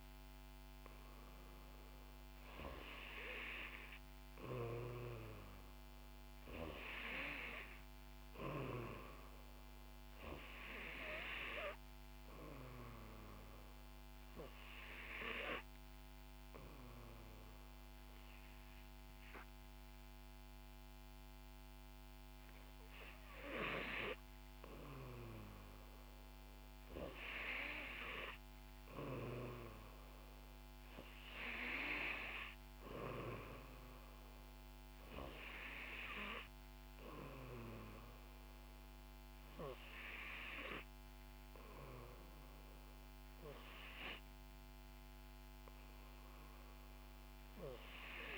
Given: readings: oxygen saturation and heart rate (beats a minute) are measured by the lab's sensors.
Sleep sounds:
breathing in sleep by a microphone on the trachea; 1
13.50-25.00 s: obstructive apnea (oxygen 92% before, 89% lowest, heart rate 65 before, 62 extreme)
27.50-30.50 s: arousal
From the record:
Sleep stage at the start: N3 (deep sleep); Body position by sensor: on the back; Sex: female

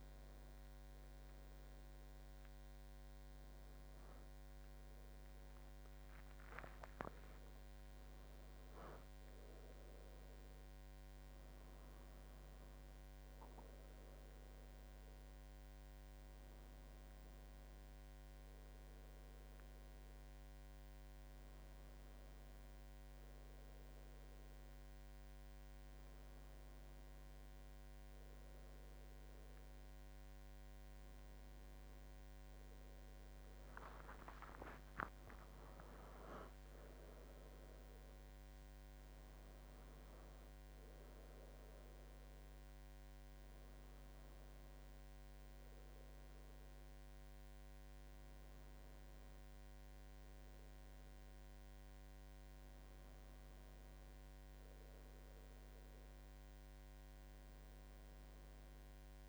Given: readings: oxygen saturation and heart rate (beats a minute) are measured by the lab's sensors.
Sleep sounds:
breathing in sleep, hard to hear, by a microphone on the trachea; none
34.00-38.50 s: arousal
From the record:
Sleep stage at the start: N1 (lightest sleep); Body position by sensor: on the back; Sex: male

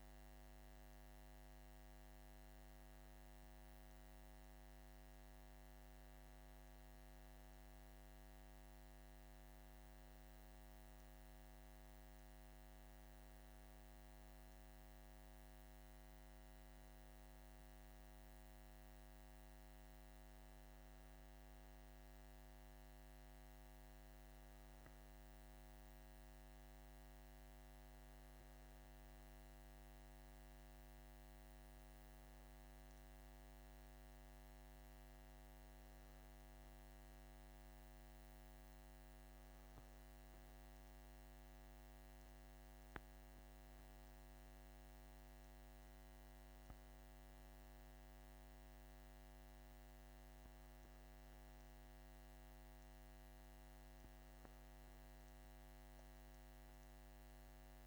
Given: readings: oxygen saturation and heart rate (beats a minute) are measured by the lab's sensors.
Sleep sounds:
breathing in sleep, hard to hear, by a microphone on the trachea; none
none scored
From the record:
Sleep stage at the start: N2 (light sleep); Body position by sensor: on the back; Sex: male

